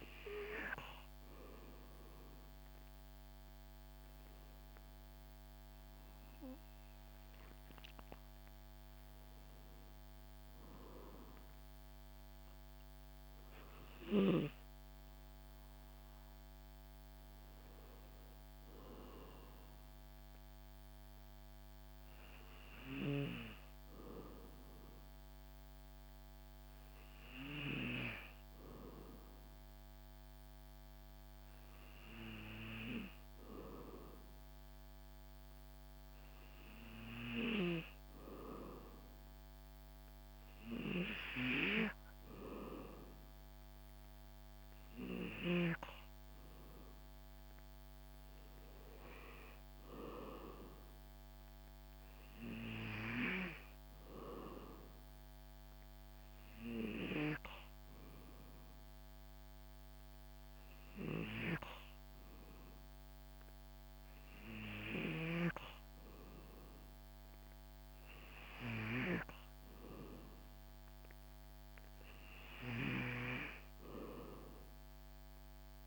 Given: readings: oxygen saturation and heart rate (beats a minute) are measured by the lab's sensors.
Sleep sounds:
breathing in sleep by a microphone on the trachea; none
4.00-7.00 s: arousal
From the record:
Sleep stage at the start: N2 (light sleep); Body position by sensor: on the back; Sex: male

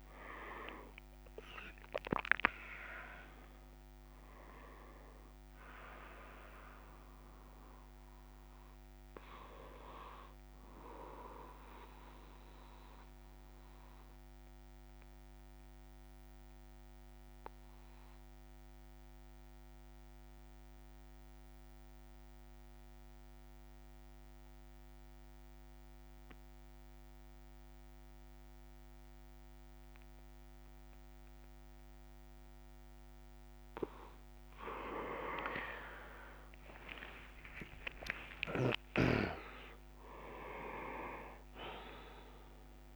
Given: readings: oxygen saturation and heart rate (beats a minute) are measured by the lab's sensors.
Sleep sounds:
breathing in sleep by a microphone on the trachea; 1
1.00-11.00 s: oxygen desaturation (device-marked, oxygen 99% before, 95% lowest)
12.00-33.00 s: obstructive apnea (oxygen 99% before, 94% lowest)
40.00-42.96 s: oxygen desaturation (device-marked, oxygen 100% before, 94% lowest)
From the record:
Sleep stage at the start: N2 (light sleep); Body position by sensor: on the back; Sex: male

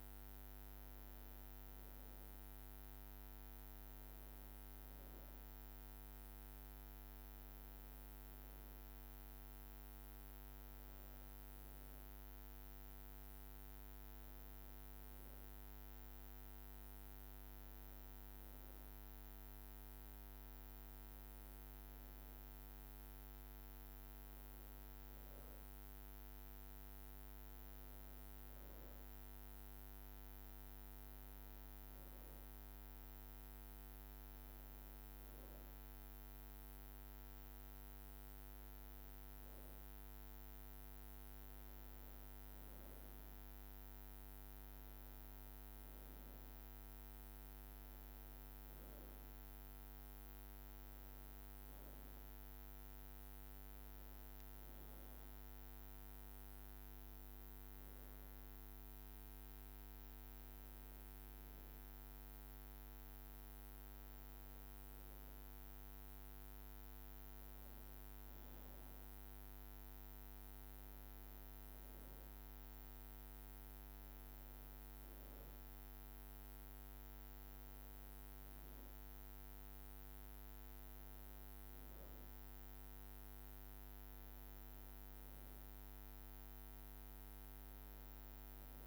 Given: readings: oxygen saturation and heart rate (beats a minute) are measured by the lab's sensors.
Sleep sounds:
a person partly awake in a sleep study, hard to hear, by a microphone on the trachea; none
34.00-88.87 s: new sleep stage, N1 (lightest sleep)
From the record:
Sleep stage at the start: awake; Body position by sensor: on the back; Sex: female

